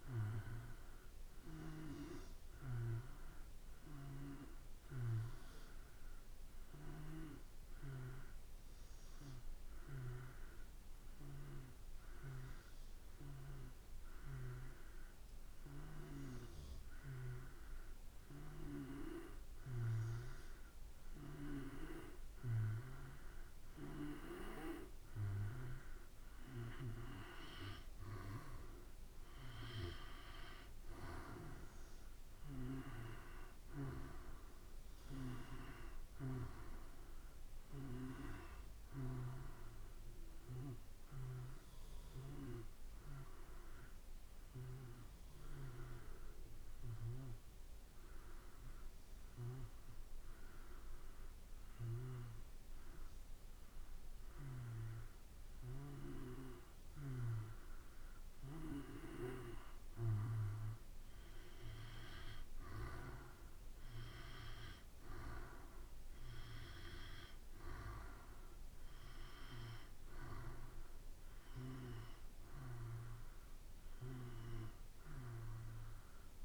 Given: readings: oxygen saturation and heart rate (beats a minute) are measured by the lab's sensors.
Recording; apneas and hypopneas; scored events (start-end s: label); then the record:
breathing in sleep by a room microphone; 2
6.50-24.00 s: hypopnea (oxygen 94% before, 91% lowest, heart rate 57 before, 54 extreme, up 3 after)
24.50-37.50 s: oxygen desaturation (device-marked, oxygen 95% before, 91% lowest, heart rate 55 before, 54 extreme)
28.50-34.50 s: arousal
40.50-57.00 s: hypopnea (oxygen 95% before, 91% lowest, heart rate 57 before, 53 extreme, up 4 after)
59.50-64.00 s: arousal
63.50-76.45 s: oxygen desaturation (device-marked, oxygen 95% before, 91% lowest, heart rate 55 before, 53 extreme)
From the record:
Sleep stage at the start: N2 (light sleep); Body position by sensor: on the back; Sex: male